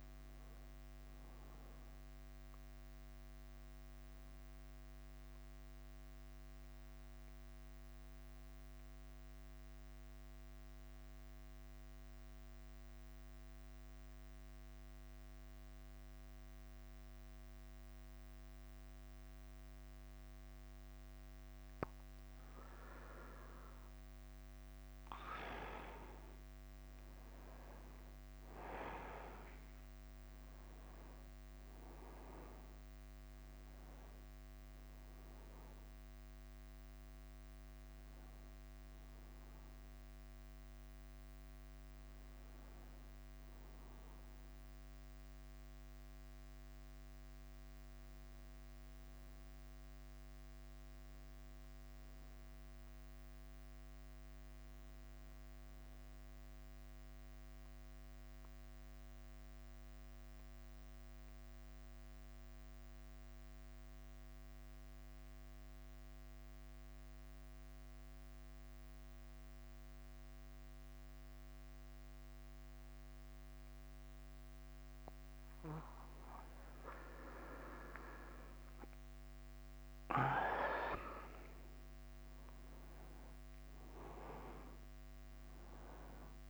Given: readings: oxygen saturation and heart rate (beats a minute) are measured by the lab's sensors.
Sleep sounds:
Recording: breathing in sleep by a microphone on the trachea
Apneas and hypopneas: 2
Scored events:
0.00-9.00 s: oxygen desaturation (device-marked, oxygen 94% lowest, heart rate 43 extreme)
0.00-86.50 s: bradycardia (device-marked, heart rate 42 extreme)
5.50-22.00 s: mixed apnea (oxygen 96% before, 94% lowest, heart rate 49 before, 47 extreme, up 4 after)
25.50-29.50 s: arousal
27.00-61.00 s: oxygen desaturation (device-marked, oxygen 99% before, 94% lowest, heart rate 48 before, 48 extreme)
51.50-54.50 s: arousal
56.00-74.50 s: mixed apnea (oxygen 97% before, 94% lowest, heart rate 49 before, 48 extreme, up 3 after)
76.00-81.00 s: arousal
79.00-86.50 s: oxygen desaturation (device-marked, oxygen 99% before, 94% lowest, heart rate 49 before, 46 extreme)
85.00-86.50 s: new sleep stage, N1 (lightest sleep)
From the record:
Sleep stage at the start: N2 (light sleep)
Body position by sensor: on the back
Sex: male

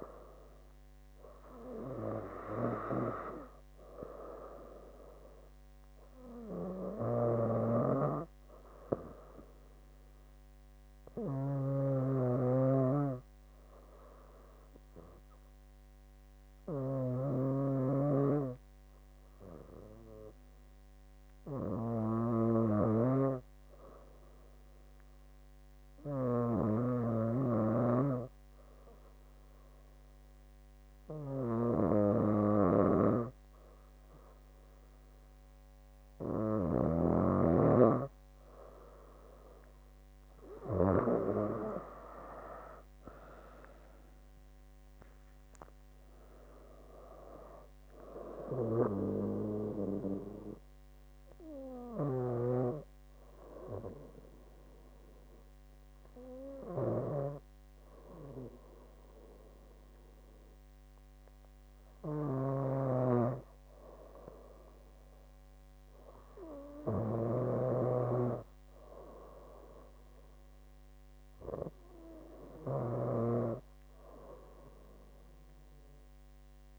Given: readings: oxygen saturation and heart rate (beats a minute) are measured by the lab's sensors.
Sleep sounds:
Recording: breathing in sleep by a microphone on the trachea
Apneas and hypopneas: 2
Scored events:
15.50-37.50 s: hypopnea (oxygen 96% before, 93% lowest)
43.00-47.50 s: arousal
51.50-64.00 s: hypopnea (oxygen 96% before, 93% lowest)
66.00-69.00 s: arousal
From the record:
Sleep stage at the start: N2 (light sleep)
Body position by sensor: on the back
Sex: female

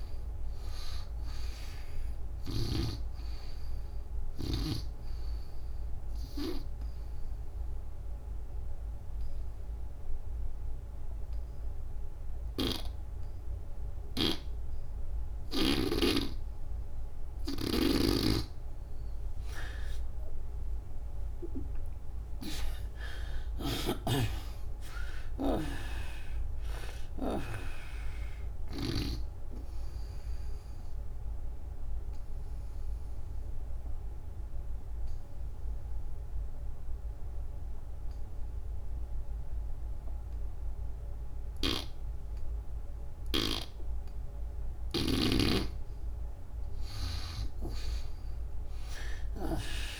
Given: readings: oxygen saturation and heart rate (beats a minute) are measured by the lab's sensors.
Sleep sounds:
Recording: breathing in sleep by a room microphone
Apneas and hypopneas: 2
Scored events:
0.00-2.50 s: snoring (device-marked)
0.00-14.50 s: oxygen desaturation (device-marked, oxygen 85% lowest, heart rate 65 extreme)
6.00-17.50 s: obstructive apnea (oxygen 98% before, 79% lowest, heart rate 79 before, 65 extreme, up 32 after)
13.50-17.50 s: snoring (device-marked)
21.00-25.00 s: arousal
25.50-41.50 s: oxygen desaturation (device-marked, oxygen 93% before, 79% lowest, heart rate 78 before, 65 extreme)
31.00-44.50 s: obstructive apnea (oxygen 95% before, 77% lowest, heart rate 82 before, 65 extreme, up 14 after)
46.50-50.00 s: arousal
From the record:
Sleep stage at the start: N2 (light sleep)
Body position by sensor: on the back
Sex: female

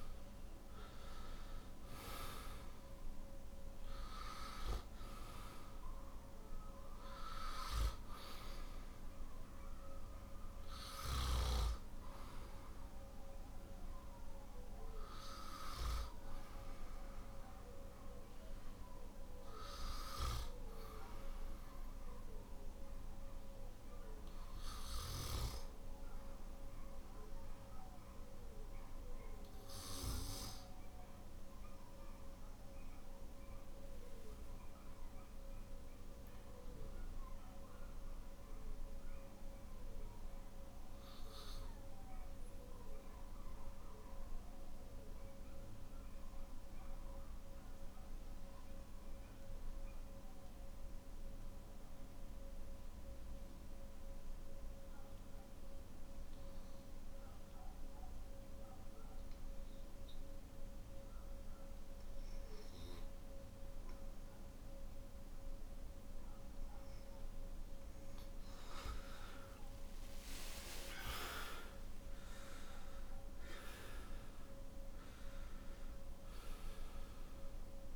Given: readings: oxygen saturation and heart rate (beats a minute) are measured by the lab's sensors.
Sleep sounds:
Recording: breathing in sleep by a room microphone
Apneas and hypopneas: 1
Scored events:
26.00-67.50 s: obstructive apnea (oxygen 95% before, 91% lowest, heart rate 54 before, 43 extreme, up 24 after)
57.00-77.96 s: oxygen desaturation (device-marked, oxygen 98% before, 93% lowest, heart rate 49 before, 45 extreme)
From the record:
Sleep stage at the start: N2 (light sleep)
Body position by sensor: on the back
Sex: male

